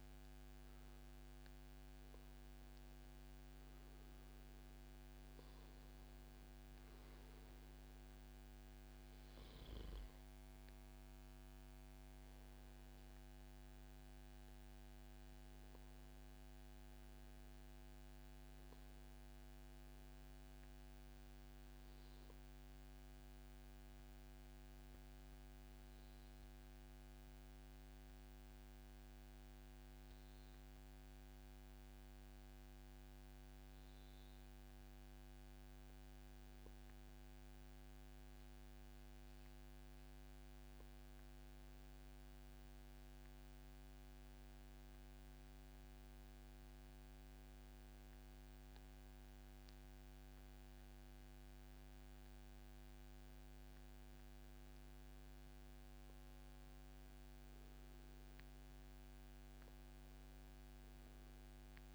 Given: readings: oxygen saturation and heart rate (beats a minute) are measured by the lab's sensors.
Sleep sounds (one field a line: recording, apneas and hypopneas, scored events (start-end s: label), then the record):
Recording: breathing in sleep, hard to hear, by a microphone on the trachea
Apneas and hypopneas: 1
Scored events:
0.00-1.50 s: arousal
13.50-15.50 s: long interval between heartbeats (device-marked, heart rate 143 before, 134 extreme)
16.50-18.50 s: long interval between heartbeats (device-marked, heart rate 142 before, 115 extreme)
22.50-36.50 s: obstructive apnea (oxygen 96% before, 93% lowest, heart rate 131 before, 101 extreme, up 7 after)
26.50-28.50 s: long interval between heartbeats (device-marked, heart rate 126 before, 125 extreme)
39.00-43.00 s: arousal
44.50-60.50 s: oxygen desaturation (device-marked, oxygen 96% before, 93% lowest, heart rate 116 before, 126 extreme)
From the record:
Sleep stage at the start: N2 (light sleep)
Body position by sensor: on the back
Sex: male